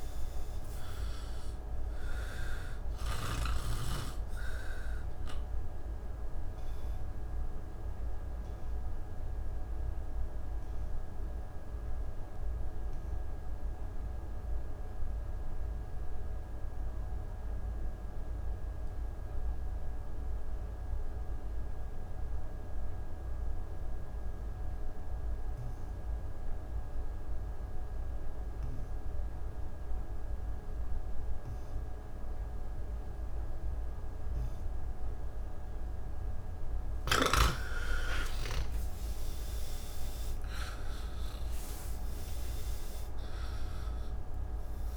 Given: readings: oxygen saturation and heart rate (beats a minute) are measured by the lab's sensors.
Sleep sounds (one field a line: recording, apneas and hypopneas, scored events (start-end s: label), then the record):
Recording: breathing in sleep by a room microphone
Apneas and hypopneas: 1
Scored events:
0.00-20.00 s: oxygen desaturation (device-marked, oxygen 79% lowest)
8.00-36.50 s: obstructive apnea (oxygen 97% before, 80% lowest)
30.00-44.97 s: oxygen desaturation (device-marked, oxygen 99% before, 80% lowest)
From the record:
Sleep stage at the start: N2 (light sleep)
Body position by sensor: on the back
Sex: male